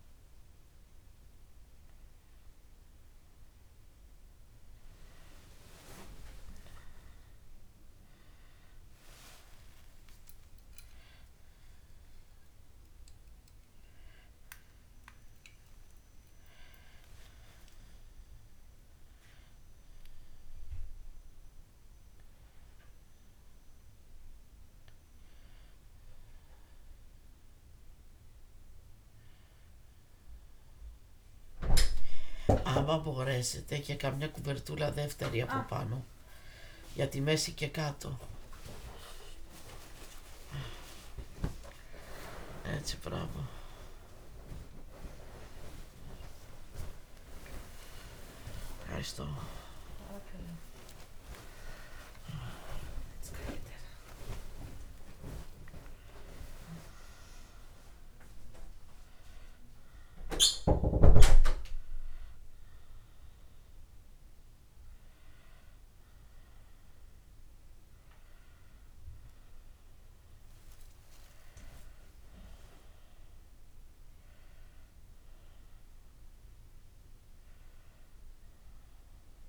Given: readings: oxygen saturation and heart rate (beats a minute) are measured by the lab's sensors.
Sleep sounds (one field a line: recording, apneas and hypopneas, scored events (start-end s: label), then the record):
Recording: a person awake in a sleep study, by a room microphone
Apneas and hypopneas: none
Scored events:
32.50-37.50 s: snoring (device-marked)
63.50-79.49 s: new sleep stage, N1 (lightest sleep)
From the record:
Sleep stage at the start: awake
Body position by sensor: on the back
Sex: female